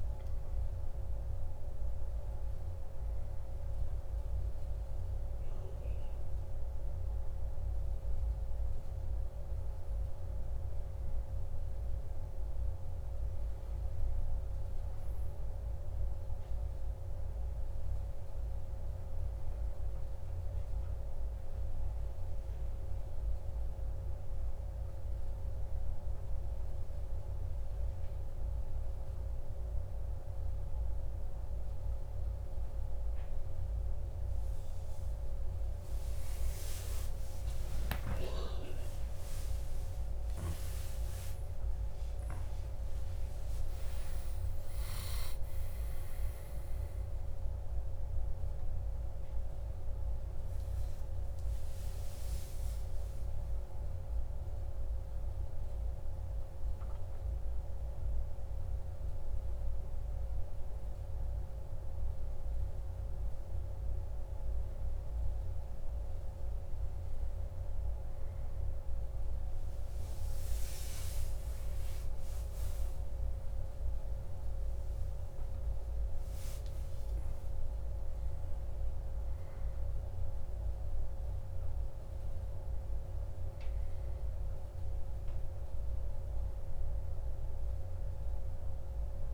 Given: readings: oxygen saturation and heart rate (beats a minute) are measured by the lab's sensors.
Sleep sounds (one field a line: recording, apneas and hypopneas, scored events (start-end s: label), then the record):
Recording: a person partly awake in a sleep study, hard to hear, by a room microphone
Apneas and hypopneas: none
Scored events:
36.50-66.50 s: new sleep stage, awake
66.50-89.34 s: new sleep stage, N1 (lightest sleep)
From the record:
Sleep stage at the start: N1 (lightest sleep)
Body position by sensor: on the back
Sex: male